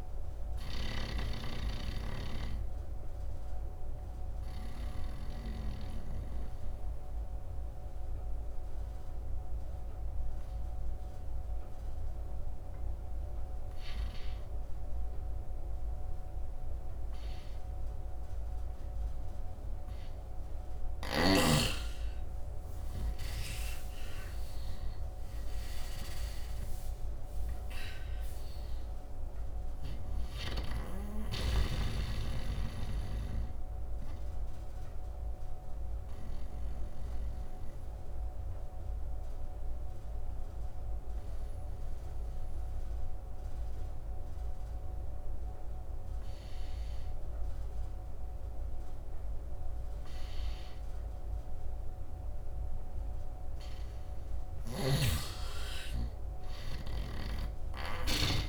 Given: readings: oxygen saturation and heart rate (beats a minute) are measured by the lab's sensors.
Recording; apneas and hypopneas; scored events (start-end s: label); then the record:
breathing in sleep by a room microphone; 2
0.00-5.00 s: snoring (device-marked)
0.00-14.50 s: oxygen desaturation (device-marked, oxygen 84% lowest, heart rate 73 extreme)
2.50-20.00 s: obstructive apnea (oxygen 100% before, 84% lowest, heart rate 78 before, 68 extreme, up 16 after)
16.50-34.50 s: oxygen desaturation (device-marked, oxygen 100% before, 93% lowest, heart rate 79 before, 68 extreme)
21.50-25.50 s: arousal
23.00-29.50 s: snoring (device-marked)
35.00-53.50 s: obstructive apnea (oxygen 100% before, 84% lowest, heart rate 83 before, 68 extreme, up 12 after)
42.50-48.50 s: oxygen desaturation (device-marked, oxygen 94% before, 86% lowest, heart rate 82 before, 72 extreme)
55.50-58.49 s: arousal
56.50-58.49 s: snoring (device-marked)
From the record:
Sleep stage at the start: N2 (light sleep); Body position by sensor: on the right side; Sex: male